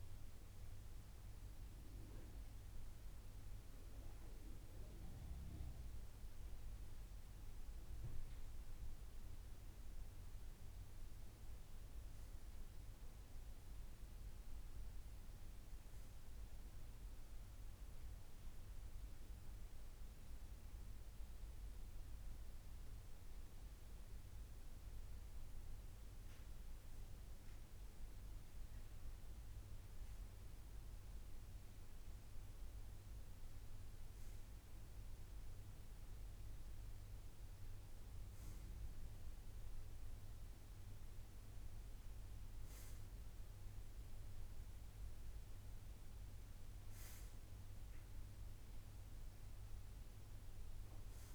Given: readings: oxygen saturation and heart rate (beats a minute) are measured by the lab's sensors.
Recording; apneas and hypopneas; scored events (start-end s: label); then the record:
breathing in sleep, hard to hear, by a room microphone; none
48.00-51.35 s: arousal
From the record:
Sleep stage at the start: N2 (light sleep); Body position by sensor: on the right side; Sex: male